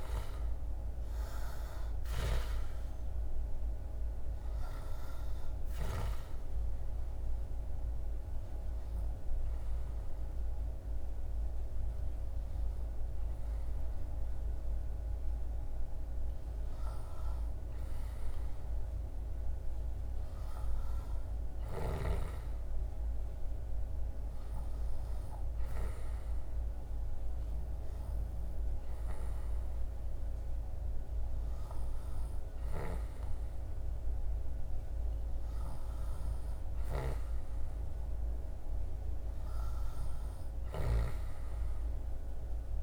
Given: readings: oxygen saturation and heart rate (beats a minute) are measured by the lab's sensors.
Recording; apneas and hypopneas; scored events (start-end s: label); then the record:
breathing in sleep by a room microphone; 1
5.50-16.50 s: obstructive apnea (oxygen 96% before, 92% lowest, heart rate 77 before, 70 extreme, up 6 after)
19.00-23.50 s: arousal
From the record:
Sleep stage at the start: N2 (light sleep); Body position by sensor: on the back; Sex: male